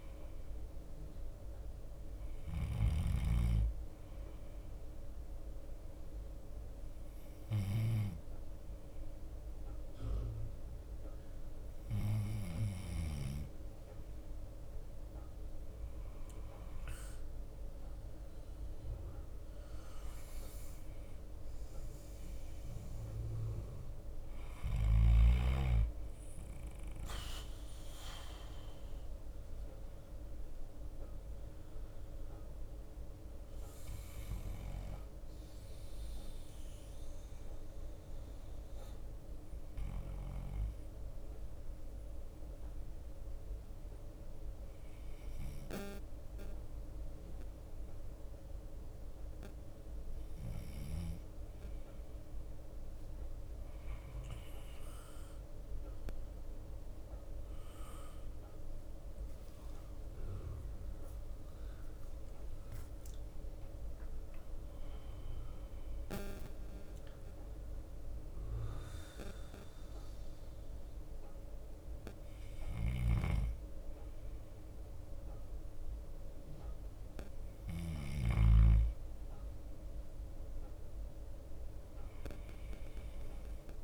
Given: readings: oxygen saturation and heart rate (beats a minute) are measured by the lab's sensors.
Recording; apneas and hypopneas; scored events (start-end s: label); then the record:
breathing in sleep by a room microphone; 2
0.00-83.83 s: bradycardia (device-marked)
5.50-16.50 s: obstructive apnea (oxygen 94% before, 92% lowest, heart rate 54 before, 53 extreme, up 3 after)
25.50-29.50 s: arousal
28.50-40.50 s: drop in pulse transit time (device-marked, heart rate 54 before, 53 extreme)
38.00-52.50 s: obstructive apnea (oxygen 93% before, 91% lowest, heart rate 55 before, 53 extreme, up 4 after)
60.00-65.50 s: arousal
62.50-73.50 s: drop in pulse transit time (device-marked, heart rate 55 before, 55 extreme)
From the record:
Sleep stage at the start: N2 (light sleep); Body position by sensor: on the back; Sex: male